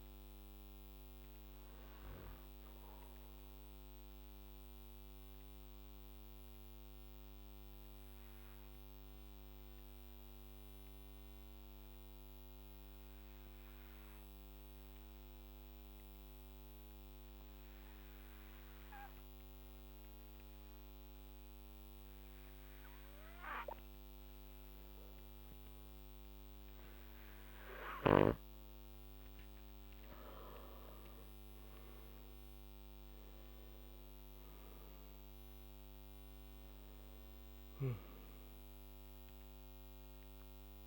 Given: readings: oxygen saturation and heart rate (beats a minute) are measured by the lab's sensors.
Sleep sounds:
breathing in sleep, hard to hear, by a microphone on the trachea; 1
0.00-7.50 s: oxygen desaturation (device-marked, oxygen 94% lowest, heart rate 55 extreme)
0.50-27.50 s: obstructive apnea (oxygen 99% before, 89% lowest, heart rate 59 before, 55 extreme, up 6 after)
12.50-21.50 s: oxygen desaturation (device-marked, oxygen 95% before, 91% lowest, heart rate 60 before, 58 extreme)
29.50-34.00 s: arousal
32.50-40.87 s: oxygen desaturation (device-marked, oxygen 98% before, 89% lowest, heart rate 59 before, 55 extreme)
From the record:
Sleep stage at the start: N2 (light sleep); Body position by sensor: on the back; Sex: male

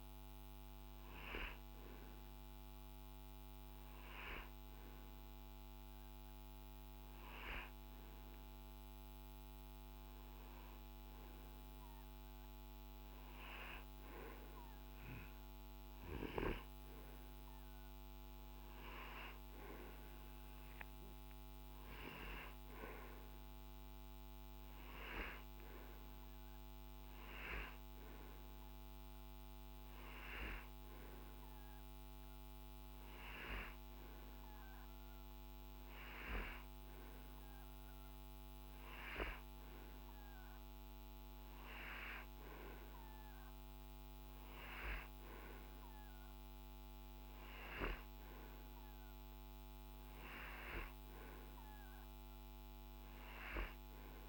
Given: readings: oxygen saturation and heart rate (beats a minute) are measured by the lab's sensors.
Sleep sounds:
breathing in sleep by a microphone on the trachea; none
none scored
From the record:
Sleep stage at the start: N2 (light sleep); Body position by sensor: on the right side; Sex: male

